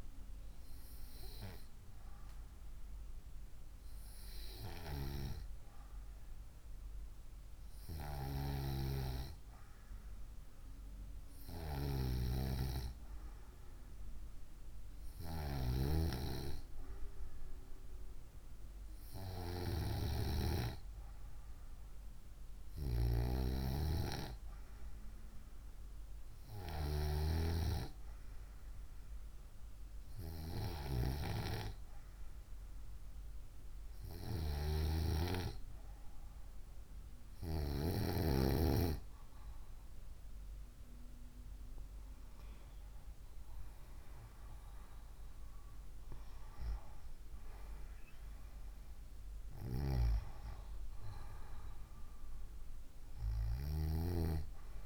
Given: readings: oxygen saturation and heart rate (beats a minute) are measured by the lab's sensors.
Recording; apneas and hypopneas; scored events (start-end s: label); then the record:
breathing in sleep by a room microphone; none
none scored
From the record:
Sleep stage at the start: N2 (light sleep); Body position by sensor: on the right side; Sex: female